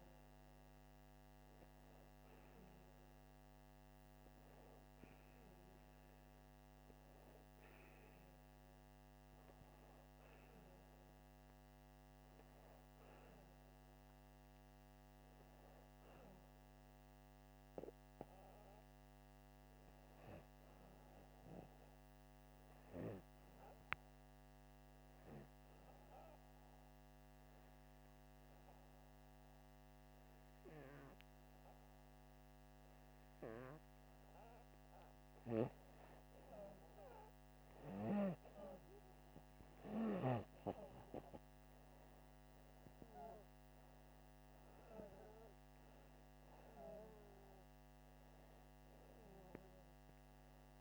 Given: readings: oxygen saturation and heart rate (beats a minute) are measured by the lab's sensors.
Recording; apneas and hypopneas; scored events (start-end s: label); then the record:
breathing in sleep by a microphone on the trachea; 1
24.50-34.50 s: hypopnea (oxygen 96% before, 92% lowest, heart rate 83 before, 81 extreme, up 5 after)
37.50-41.50 s: arousal
41.50-50.81 s: oxygen desaturation (device-marked, oxygen 95% before, 92% lowest, heart rate 84 before, 83 extreme)
From the record:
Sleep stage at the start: N2 (light sleep); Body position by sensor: upright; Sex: male